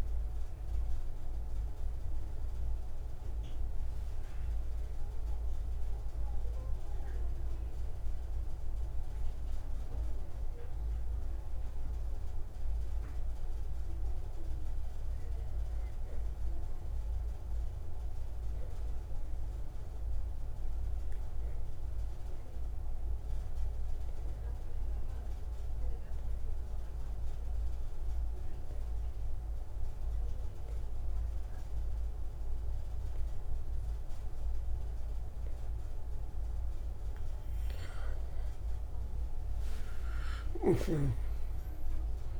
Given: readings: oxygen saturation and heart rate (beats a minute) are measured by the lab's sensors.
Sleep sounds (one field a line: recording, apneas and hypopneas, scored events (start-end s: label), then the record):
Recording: breathing in sleep, hard to hear, by a room microphone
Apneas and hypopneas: 1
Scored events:
0.00-27.00 s: oxygen desaturation (device-marked, oxygen 82% lowest, heart rate 66 extreme)
18.50-38.00 s: obstructive apnea (oxygen 94% before, 82% lowest)
40.50-42.40 s: arousal
41.00-42.40 s: snoring (device-marked)
From the record:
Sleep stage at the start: N2 (light sleep)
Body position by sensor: on the right side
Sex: male